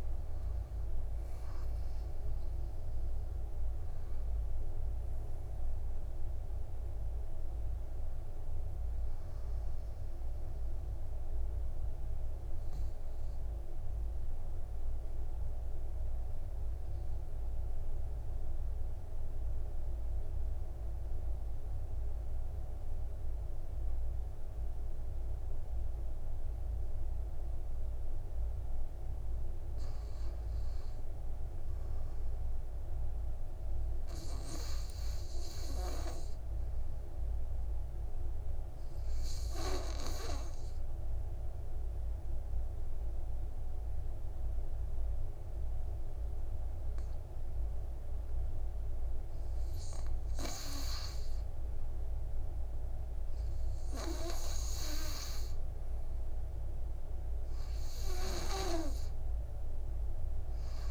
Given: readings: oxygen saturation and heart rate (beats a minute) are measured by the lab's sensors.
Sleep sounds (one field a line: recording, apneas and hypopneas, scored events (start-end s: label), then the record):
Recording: breathing in sleep by a room microphone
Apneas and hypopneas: 2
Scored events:
0.00-2.00 s: arousal
0.00-17.50 s: oxygen desaturation (device-marked, oxygen 91% lowest, heart rate 53 extreme)
11.50-29.00 s: obstructive apnea (oxygen 99% before, 91% lowest, heart rate 61 before, 55 extreme, up 3 after)
31.00-34.00 s: arousal
38.50-57.50 s: oxygen desaturation (device-marked, oxygen 99% before, 93% lowest, heart rate 58 before, 55 extreme)
39.50-51.50 s: obstructive apnea (oxygen 99% before, 91% lowest, heart rate 58 before, 56 extreme, up 7 after)
55.50-59.00 s: arousal
59.50-60.91 s: oxygen desaturation (device-marked, oxygen 95% before, 92% lowest, heart rate 58 before, 57 extreme)
From the record:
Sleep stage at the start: N2 (light sleep)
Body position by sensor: on the back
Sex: male